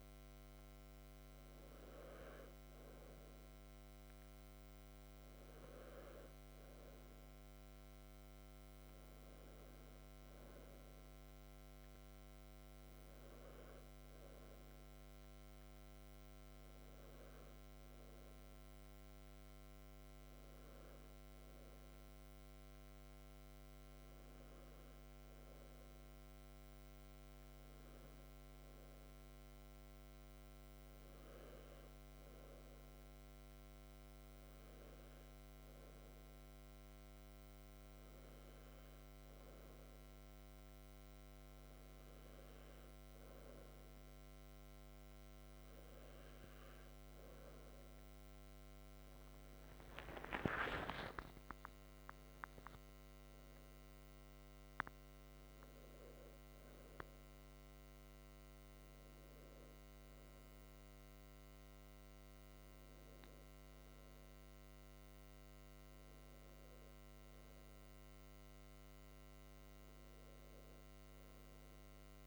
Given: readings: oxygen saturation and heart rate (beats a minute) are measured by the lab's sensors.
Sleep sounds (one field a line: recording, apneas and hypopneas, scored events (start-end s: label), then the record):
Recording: breathing in sleep, hard to hear, by a microphone on the trachea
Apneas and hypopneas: none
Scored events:
51.00-53.50 s: arousal
From the record:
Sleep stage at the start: N2 (light sleep)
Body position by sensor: on the back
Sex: male